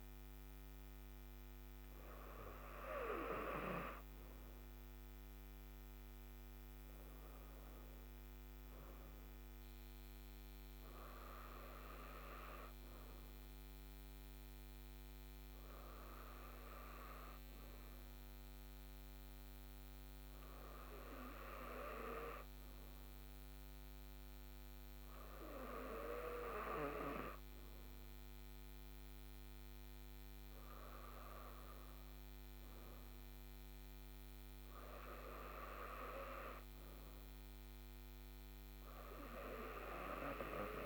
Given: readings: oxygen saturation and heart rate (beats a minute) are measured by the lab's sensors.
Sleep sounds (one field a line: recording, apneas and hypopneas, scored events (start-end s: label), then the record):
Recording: breathing in sleep by a microphone on the trachea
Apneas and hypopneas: none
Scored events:
none scored
From the record:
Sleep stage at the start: N2 (light sleep)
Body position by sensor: on the right side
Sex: female